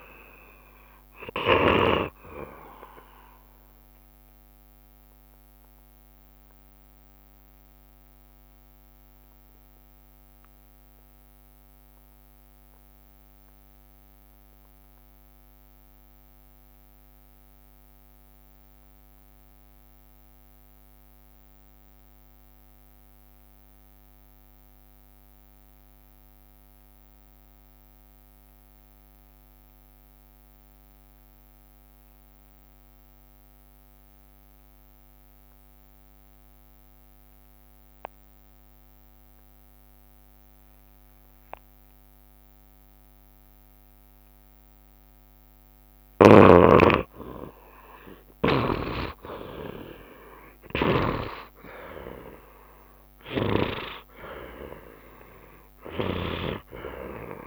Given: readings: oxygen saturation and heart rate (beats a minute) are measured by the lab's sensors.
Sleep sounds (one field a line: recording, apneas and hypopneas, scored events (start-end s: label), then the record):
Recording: breathing in sleep by a microphone on the trachea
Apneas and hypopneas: 1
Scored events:
0.00-23.00 s: oxygen desaturation (device-marked, oxygen 70% lowest, heart rate 67 extreme)
4.50-44.50 s: obstructive apnea (oxygen 79% before, 69% lowest, heart rate 72 before, 67 extreme, up 4 after)
25.00-57.47 s: oxygen desaturation (device-marked, oxygen 92% before, 69% lowest, heart rate 68 before, 67 extreme)
46.50-50.00 s: arousal
46.50-51.50 s: snoring (device-marked)
From the record:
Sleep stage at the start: N2 (light sleep)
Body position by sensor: on the back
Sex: male